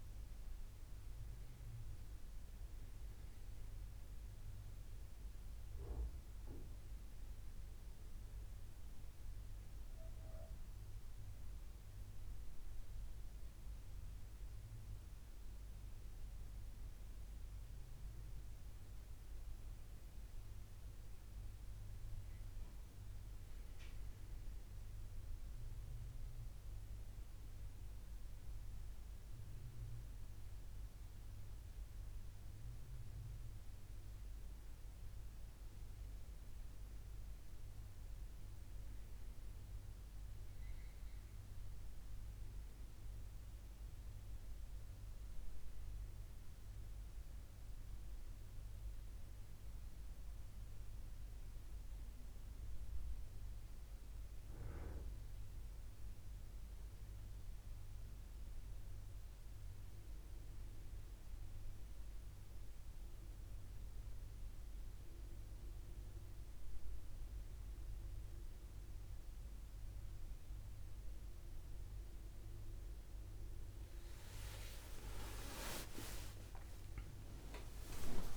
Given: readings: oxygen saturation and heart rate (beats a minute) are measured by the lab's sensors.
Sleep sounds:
breathing in sleep by a room microphone; none
75.50-78.37 s: arousal
From the record:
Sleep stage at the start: N2 (light sleep); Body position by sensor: on the left side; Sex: male

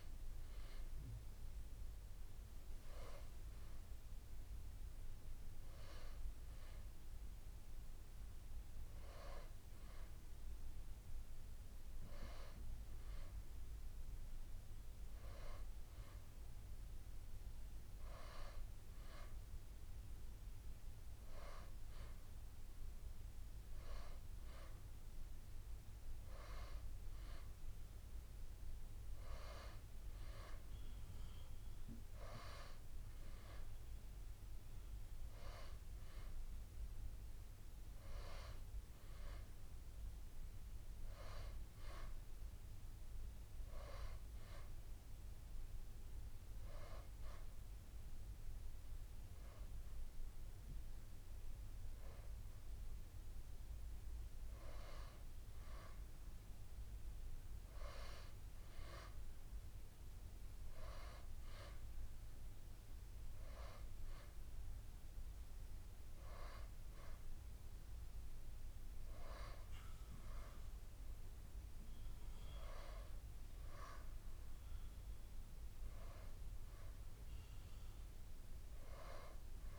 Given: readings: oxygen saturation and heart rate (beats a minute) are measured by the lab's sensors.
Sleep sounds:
breathing in sleep by a room microphone; none
none scored
From the record:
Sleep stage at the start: N2 (light sleep); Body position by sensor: on the back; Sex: female

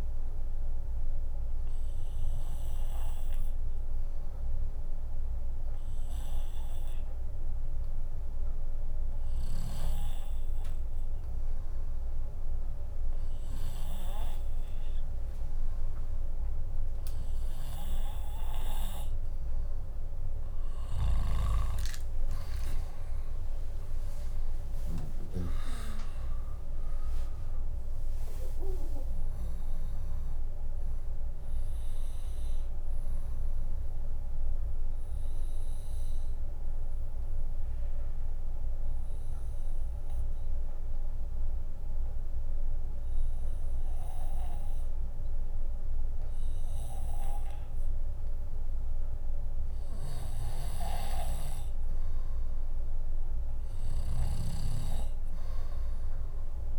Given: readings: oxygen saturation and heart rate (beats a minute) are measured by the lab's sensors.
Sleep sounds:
breathing in sleep by a room microphone; 1
0.00-4.50 s: drop in pulse transit time (device-marked, heart rate 76 extreme)
11.50-13.50 s: bradycardia (device-marked, heart rate 72 before, 58 extreme)
20.50-25.00 s: snoring (device-marked)
21.50-33.50 s: drop in pulse transit time (device-marked, heart rate 66 before, 63 extreme)
25.00-29.50 s: arousal
34.00-48.00 s: obstructive apnea (oxygen 99% before, 96% lowest, heart rate 71 before, 57 extreme)
45.50-54.50 s: bradycardia (device-marked, heart rate 72 before, 57 extreme)
51.00-55.50 s: arousal
From the record:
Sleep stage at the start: N2 (light sleep); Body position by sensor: on the left side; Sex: female

